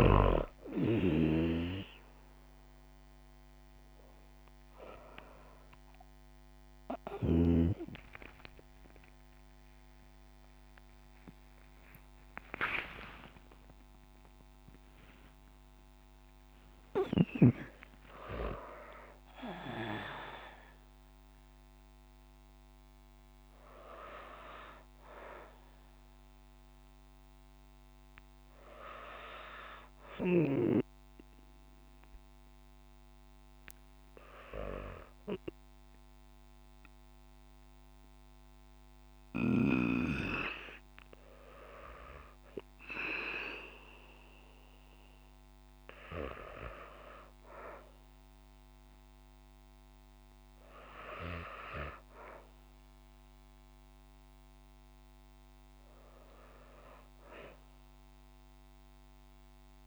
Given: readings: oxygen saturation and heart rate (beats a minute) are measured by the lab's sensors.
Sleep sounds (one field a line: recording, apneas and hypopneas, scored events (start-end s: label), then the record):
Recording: breathing in sleep by a microphone on the trachea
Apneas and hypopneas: none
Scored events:
0.50-7.00 s: snoring (device-marked)
7.00-13.00 s: arousal
7.00-24.00 s: oxygen desaturation (device-marked, oxygen 96% before, 92% lowest, heart rate 64 before, 57 extreme)
From the record:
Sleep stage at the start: N2 (light sleep)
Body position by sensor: on the back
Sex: female